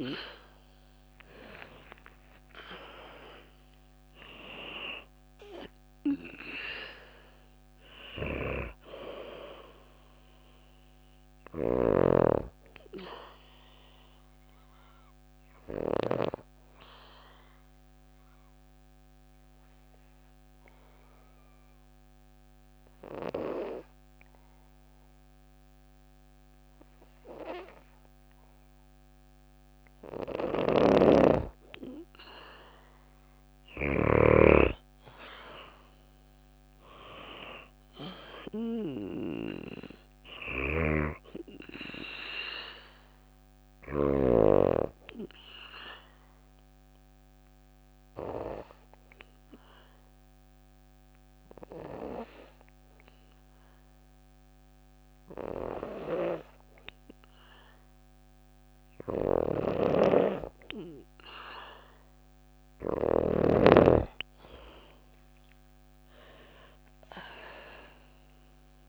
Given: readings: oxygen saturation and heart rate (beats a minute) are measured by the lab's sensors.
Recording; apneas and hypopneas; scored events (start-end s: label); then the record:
breathing in sleep by a microphone on the trachea; 2
0.00-4.00 s: arousal
5.00-22.00 s: oxygen desaturation (device-marked, oxygen 97% before, 93% lowest, heart rate 56 before, 53 extreme)
13.00-29.00 s: obstructive apnea (oxygen 97% before, 93% lowest, heart rate 57 before, 53 extreme, up 5 after)
29.50-33.00 s: snoring (device-marked)
34.50-37.50 s: arousal
39.00-57.00 s: oxygen desaturation (device-marked, oxygen 97% before, 93% lowest, heart rate 55 before, 54 extreme)
39.50-43.50 s: snoring (device-marked)
44.50-58.50 s: obstructive apnea (oxygen 97% before, 93% lowest, heart rate 56 before, 54 extreme, up 4 after)
58.50-62.50 s: snoring (device-marked)
63.50-66.50 s: arousal
From the record:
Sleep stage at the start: N2 (light sleep); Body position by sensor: on the back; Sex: female